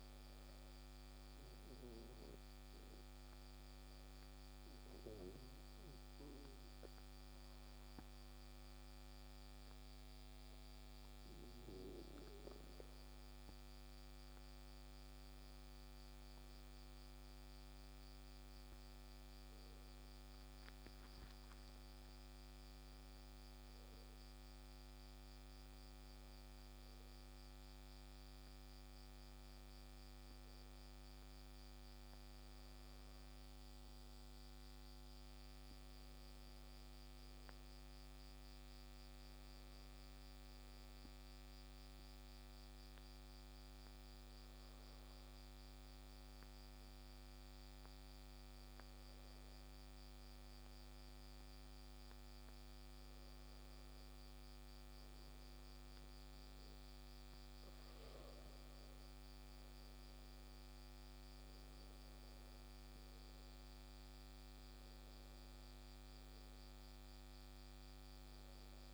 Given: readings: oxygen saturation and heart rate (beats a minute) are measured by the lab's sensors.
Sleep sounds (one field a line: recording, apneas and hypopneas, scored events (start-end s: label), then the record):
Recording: breathing in sleep, hard to hear, by a microphone on the trachea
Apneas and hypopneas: 2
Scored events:
3.50-16.50 s: hypopnea (oxygen 97% before, 93% lowest, heart rate 68 before, 65 extreme, up 5 after)
21.00-25.50 s: arousal
43.50-56.00 s: hypopnea (oxygen 96% before, 93% lowest, heart rate 67 before, 62 extreme, up 3 after)
59.00-68.94 s: oxygen desaturation (device-marked, oxygen 96% before, 93% lowest, heart rate 64 before, 61 extreme)
60.00-64.50 s: arousal
From the record:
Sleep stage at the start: N2 (light sleep)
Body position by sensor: on the back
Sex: male